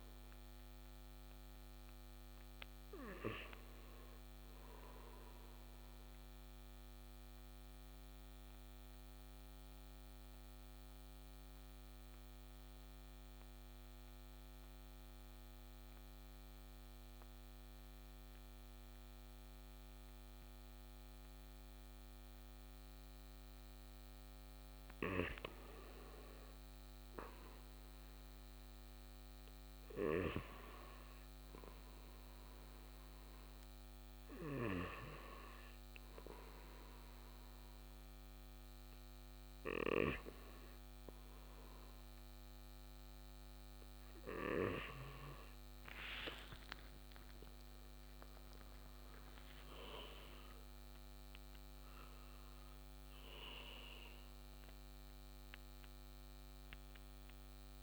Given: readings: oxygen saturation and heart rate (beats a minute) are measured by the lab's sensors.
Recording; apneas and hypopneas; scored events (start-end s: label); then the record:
breathing in sleep by a microphone on the trachea; 1
5.50-24.00 s: mixed apnea (oxygen 96% before, 93% lowest, heart rate 84 before, 48 extreme, up 9 after)
25.50-29.00 s: arousal
31.50-49.50 s: oxygen desaturation (device-marked, oxygen 98% before, 94% lowest, heart rate 51 before, 53 extreme)
46.00-51.00 s: arousal
From the record:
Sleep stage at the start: N2 (light sleep); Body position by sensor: on the right side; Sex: male